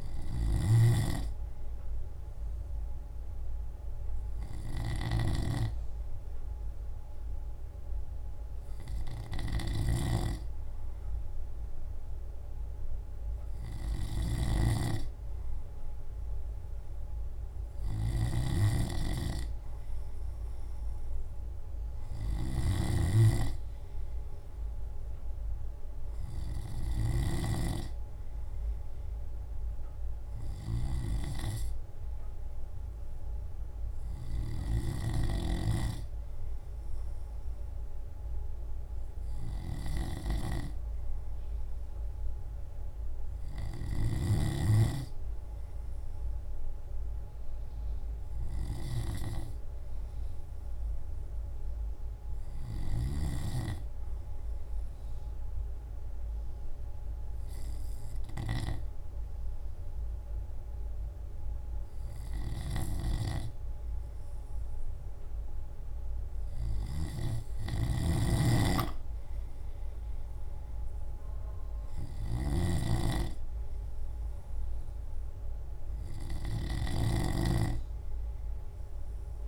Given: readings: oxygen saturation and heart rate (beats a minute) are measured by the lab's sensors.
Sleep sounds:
breathing in sleep by a room microphone; none
0.00-5.00 s: drop in pulse transit time (device-marked, heart rate 57 extreme)
70.00-79.48 s: drop in pulse transit time (device-marked, heart rate 57 before, 59 extreme)
From the record:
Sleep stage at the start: N2 (light sleep); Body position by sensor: on the left side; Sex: male

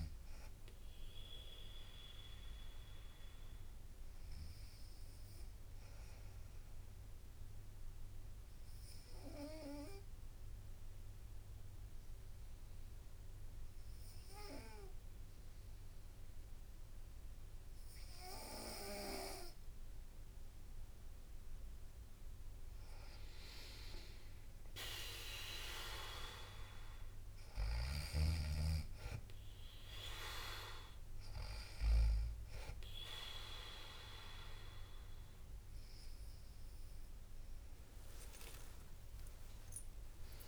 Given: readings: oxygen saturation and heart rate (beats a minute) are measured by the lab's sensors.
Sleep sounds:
breathing in sleep by a room microphone; 1
0.00-3.50 s: bradycardia (device-marked, heart rate 57 extreme)
0.00-10.50 s: oxygen desaturation (device-marked, oxygen 92% lowest, heart rate 57 extreme)
4.50-20.50 s: obstructive apnea (oxygen 97% before, 90% lowest, heart rate 60 before, 59 extreme, up 3 after)
18.50-22.50 s: bradycardia (device-marked, heart rate 61 before, 59 extreme)
21.50-31.50 s: drop in pulse transit time (device-marked, heart rate 60 before, 59 extreme)
23.00-27.00 s: arousal
39.00-40.48 s: arousal
From the record:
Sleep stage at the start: N2 (light sleep); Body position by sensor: on the right side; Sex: female

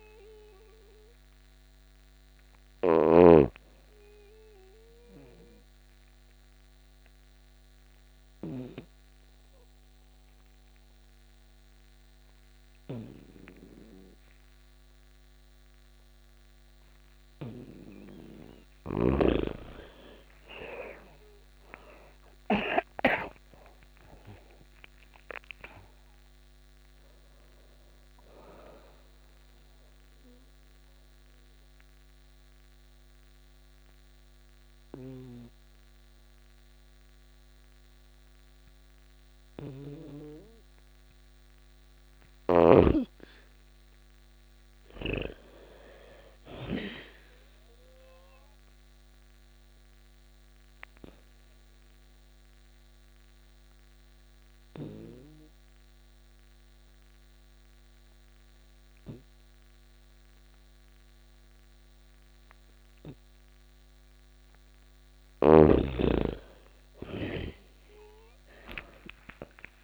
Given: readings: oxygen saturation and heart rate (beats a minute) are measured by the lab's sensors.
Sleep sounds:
breathing in sleep by a microphone on the trachea; 3
1.00-20.00 s: oxygen desaturation (device-marked, oxygen 99% before, 87% lowest)
2.00-18.50 s: snoring (device-marked)
3.50-17.50 s: obstructive apnea (oxygen 99% before, 85% lowest)
19.00-23.50 s: arousal
28.00-40.00 s: oxygen desaturation (device-marked, oxygen 97% before, 85% lowest)
29.50-41.50 s: obstructive apnea (oxygen 97% before, 85% lowest)
43.00-46.00 s: arousal
48.50-63.50 s: obstructive apnea (oxygen 98% before, 85% lowest, heart rate 30 before, 28 extreme, up 33 after)
52.00-63.00 s: oxygen desaturation (device-marked, oxygen 98% before, 88% lowest, heart rate 33 before, 34 extreme)
64.50-69.84 s: snoring (device-marked)
65.50-69.84 s: arousal
From the record:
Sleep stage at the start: N2 (light sleep); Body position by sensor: on the back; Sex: female

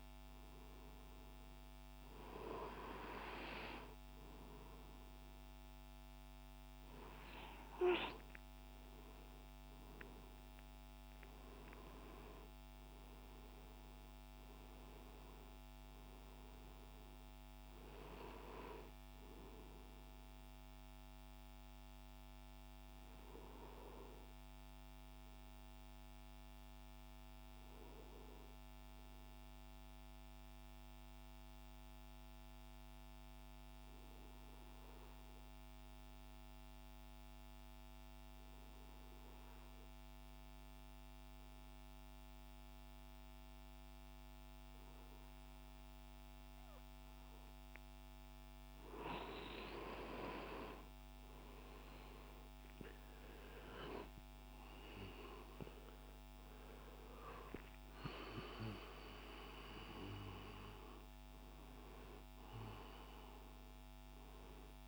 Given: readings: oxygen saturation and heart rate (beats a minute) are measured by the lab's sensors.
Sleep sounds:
breathing in sleep by a microphone on the trachea; 1
21.50-48.50 s: obstructive apnea (oxygen 96% before, 89% lowest, heart rate 69 before, 62 extreme, up 6 after)
43.50-64.88 s: oxygen desaturation (device-marked, oxygen 97% before, 89% lowest, heart rate 65 before, 62 extreme)
52.00-57.00 s: arousal
From the record:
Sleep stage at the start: N2 (light sleep); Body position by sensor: on the right side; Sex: male

